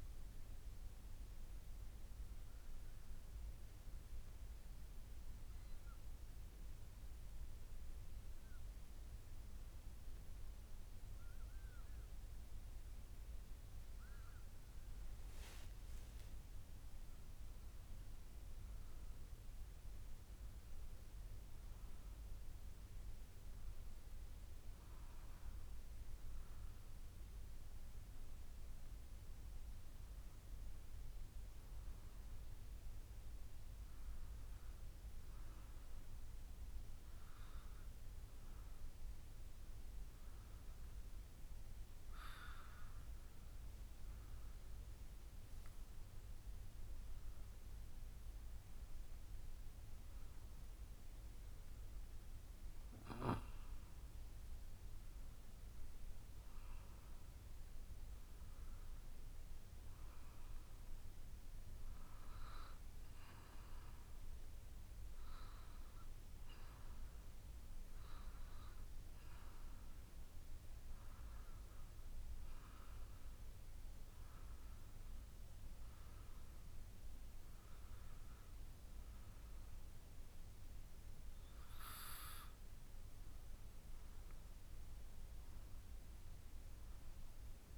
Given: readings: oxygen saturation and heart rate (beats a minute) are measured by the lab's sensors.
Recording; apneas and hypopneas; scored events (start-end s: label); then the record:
breathing in sleep, hard to hear, by a room microphone; none
15.00-19.00 s: arousal
From the record:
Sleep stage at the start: N2 (light sleep); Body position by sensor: on the back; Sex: female